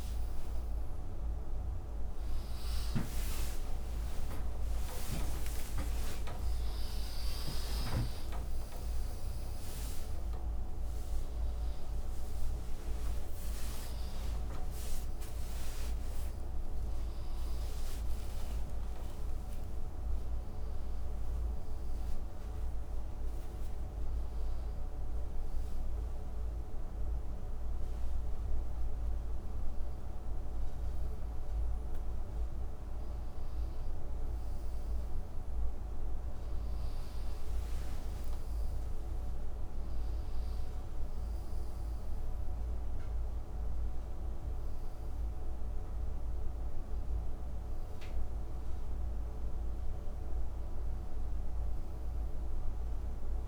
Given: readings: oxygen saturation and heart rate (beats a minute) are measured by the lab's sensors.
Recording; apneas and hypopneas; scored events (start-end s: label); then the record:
a person awake in a sleep study, hard to hear, by a room microphone; none
34.00-52.00 s: oxygen desaturation (device-marked, oxygen 97% before, 91% lowest, heart rate 85 before, 67 extreme)
48.00-53.48 s: new sleep stage, N1 (lightest sleep)
From the record:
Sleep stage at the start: awake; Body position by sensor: on the right side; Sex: male